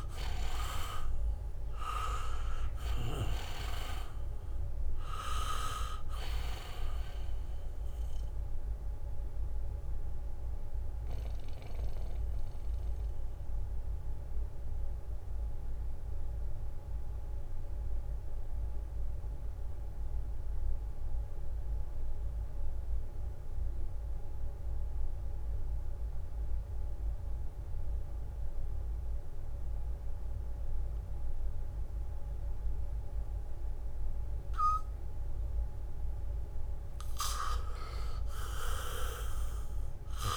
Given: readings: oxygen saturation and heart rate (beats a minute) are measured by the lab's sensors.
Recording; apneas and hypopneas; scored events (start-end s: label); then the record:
breathing in sleep by a room microphone; 1
0.00-1.00 s: leg movement (device-marked)
0.00-2.50 s: arousal
0.00-26.00 s: oxygen desaturation (device-marked, oxygen 79% lowest, heart rate 63 extreme)
1.00-9.00 s: leg movement (device-marked)
9.00-36.00 s: mixed apnea (oxygen 99% before, 79% lowest, heart rate 66 before, 63 extreme)
34.00-40.36 s: oxygen desaturation (device-marked, oxygen 99% before, 82% lowest, heart rate 70 before, 63 extreme)
From the record:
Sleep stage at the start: N2 (light sleep); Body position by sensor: on the back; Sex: male